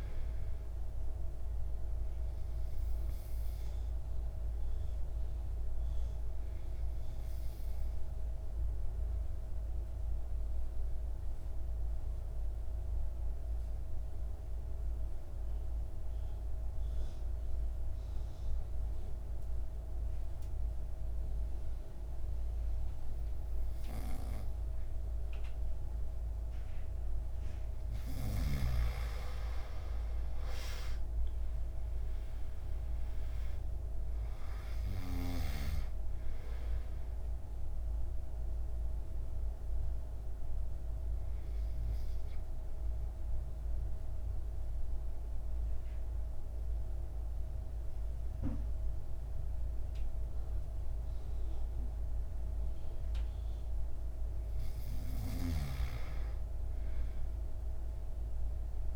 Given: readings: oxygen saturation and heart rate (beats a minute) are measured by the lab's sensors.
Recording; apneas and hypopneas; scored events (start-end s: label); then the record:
breathing in sleep by a room microphone; 2
0.00-8.00 s: oxygen desaturation (device-marked, oxygen 90% lowest, heart rate 53 extreme)
2.00-28.00 s: obstructive apnea (oxygen 98% before, 87% lowest, heart rate 59 before, 52 extreme, up 11 after)
10.00-23.00 s: oxygen desaturation (device-marked, oxygen 94% before, 88% lowest, heart rate 60 before, 52 extreme)
29.50-33.50 s: arousal
38.00-58.95 s: oxygen desaturation (device-marked, oxygen 98% before, 87% lowest, heart rate 60 before, 52 extreme)
42.50-54.00 s: mixed apnea (oxygen 99% before, 87% lowest, heart rate 60 before, 52 extreme, up 7 after)
56.50-58.95 s: arousal
From the record:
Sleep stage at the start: N2 (light sleep); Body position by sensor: on the back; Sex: male